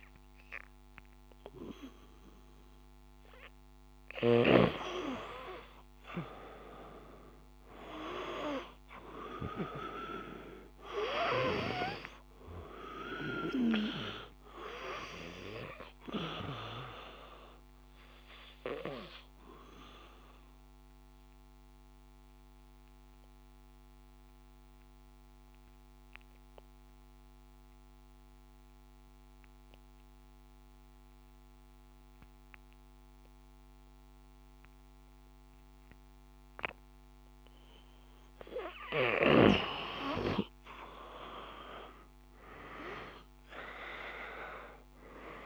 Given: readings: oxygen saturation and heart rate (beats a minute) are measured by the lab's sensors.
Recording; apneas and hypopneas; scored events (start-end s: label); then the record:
breathing in sleep by a microphone on the trachea; 1
16.00-38.00 s: obstructive apnea (oxygen 97% before, 90% lowest, heart rate 55 before, 54 extreme, up 6 after)
40.50-44.50 s: arousal
From the record:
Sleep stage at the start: N2 (light sleep); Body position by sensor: on the back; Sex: male